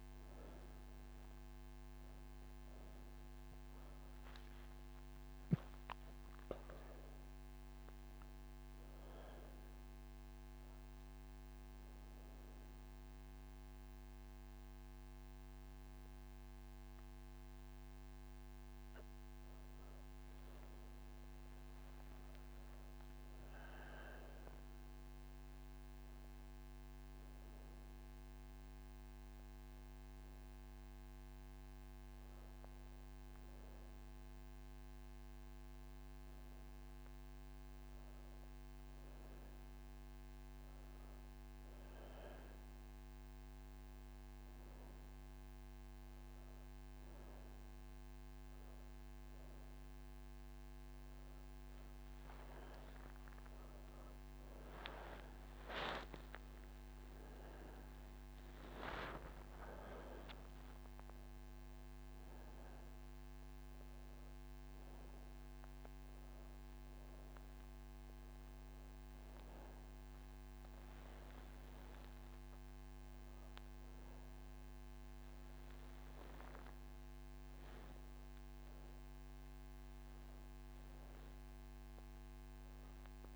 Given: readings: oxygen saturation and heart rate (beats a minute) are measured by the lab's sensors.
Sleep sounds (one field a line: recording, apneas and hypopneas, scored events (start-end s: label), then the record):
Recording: breathing in sleep, hard to hear, by a microphone on the trachea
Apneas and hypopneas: none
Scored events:
none scored
From the record:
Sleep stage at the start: N1 (lightest sleep)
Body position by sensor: on the back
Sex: female